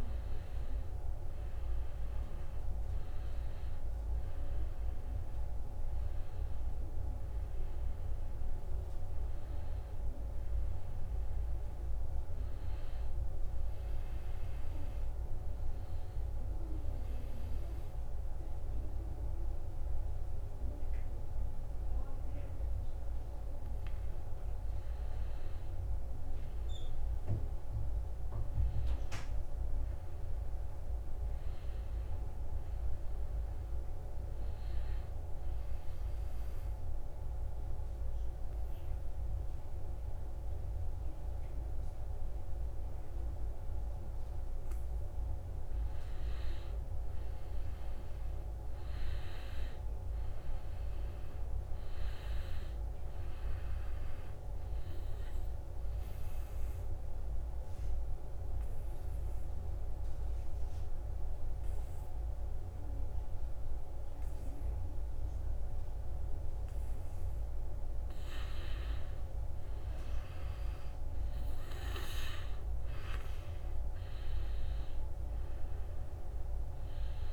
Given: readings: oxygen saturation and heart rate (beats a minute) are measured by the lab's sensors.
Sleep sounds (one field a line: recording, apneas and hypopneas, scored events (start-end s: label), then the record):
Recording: breathing in sleep, hard to hear, by a room microphone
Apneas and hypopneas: 3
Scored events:
0.00-1.00 s: arousal
0.00-19.00 s: oxygen desaturation (device-marked, oxygen 89% lowest, heart rate 68 extreme)
14.50-24.50 s: obstructive apnea (oxygen 97% before, 90% lowest, heart rate 73 before, 68 extreme, up 2 after)
26.50-31.00 s: arousal
36.00-46.00 s: obstructive apnea (oxygen 98% before, 90% lowest, heart rate 70 before, 68 extreme, up 6 after)
50.00-53.00 s: arousal
54.00-66.00 s: oxygen desaturation (device-marked, oxygen 95% before, 92% lowest, heart rate 70 before, 69 extreme)
56.00-67.00 s: obstructive apnea (oxygen 97% before, 89% lowest, heart rate 70 before, 69 extreme, up 2 after)
68.50-72.00 s: arousal
73.00-77.32 s: oxygen desaturation (device-marked, oxygen 95% before, 90% lowest, heart rate 70 before, 65 extreme)
From the record:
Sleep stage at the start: N2 (light sleep)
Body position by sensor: on the back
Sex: male